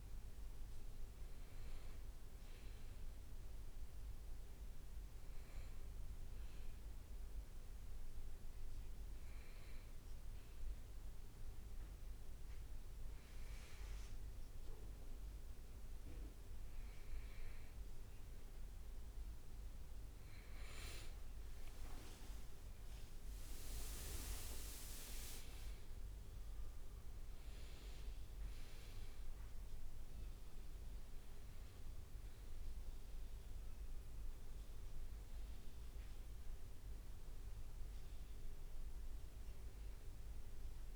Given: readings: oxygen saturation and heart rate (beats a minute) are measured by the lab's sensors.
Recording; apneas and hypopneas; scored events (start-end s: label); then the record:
breathing in sleep by a room microphone; 1
7.50-18.50 s: hypopnea (oxygen 97% before, 95% lowest, heart rate 71 before, 62 extreme, up 10 after)
22.50-26.50 s: leg movement (device-marked)
From the record:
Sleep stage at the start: N2 (light sleep); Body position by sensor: on the back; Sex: male